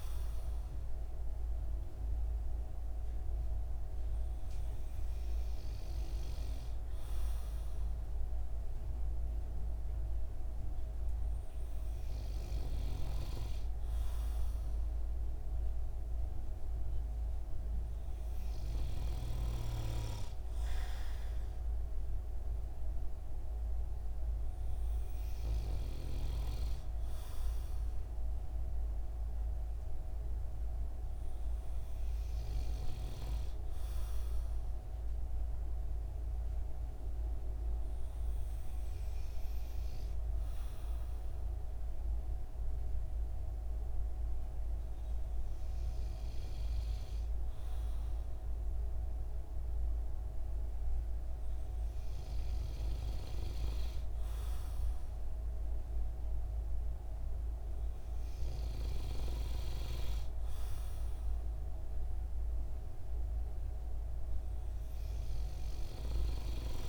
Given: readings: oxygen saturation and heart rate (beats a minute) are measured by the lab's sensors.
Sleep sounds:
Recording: breathing in sleep by a room microphone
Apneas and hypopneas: none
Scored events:
none scored
From the record:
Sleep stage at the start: N2 (light sleep)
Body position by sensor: on the right side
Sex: male

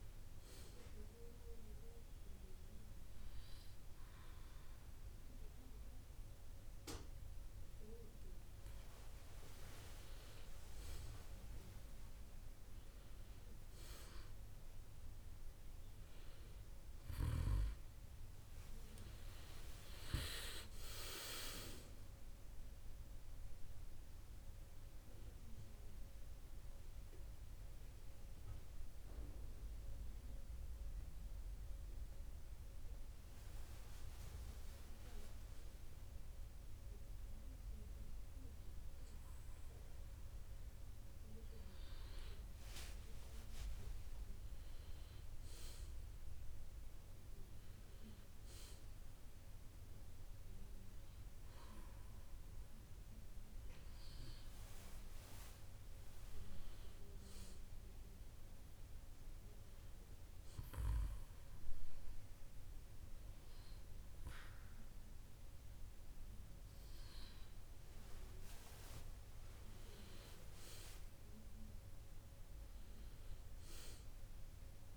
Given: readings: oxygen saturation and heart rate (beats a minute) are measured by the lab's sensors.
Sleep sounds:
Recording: breathing in sleep by a room microphone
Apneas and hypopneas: 3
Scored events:
0.50-11.00 s: obstructive apnea (oxygen 96% before, 94% lowest, heart rate 64 before, 56 extreme, up 3 after)
15.50-20.50 s: arousal
25.50-35.50 s: obstructive apnea (oxygen 96% before, 94% lowest, heart rate 65 before, 56 extreme, up 7 after)
40.50-44.00 s: arousal
59.00-69.00 s: hypopnea (oxygen 97% before, 94% lowest, heart rate 63 before, 61 extreme, up 7 after)
71.00-74.97 s: arousal
From the record:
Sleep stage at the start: N2 (light sleep)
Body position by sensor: on the back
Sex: male

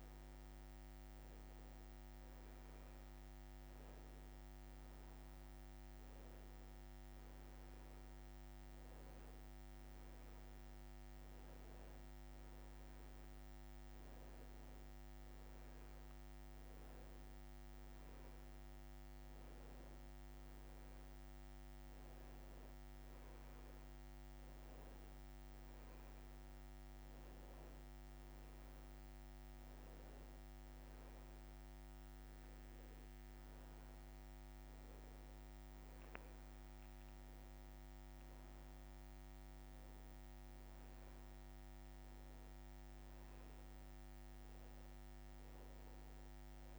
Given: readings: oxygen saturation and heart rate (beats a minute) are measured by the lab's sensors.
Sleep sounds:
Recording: breathing in sleep, hard to hear, by a microphone on the trachea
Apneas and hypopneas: none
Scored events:
none scored
From the record:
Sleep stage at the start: N1 (lightest sleep)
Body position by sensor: on the back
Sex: male

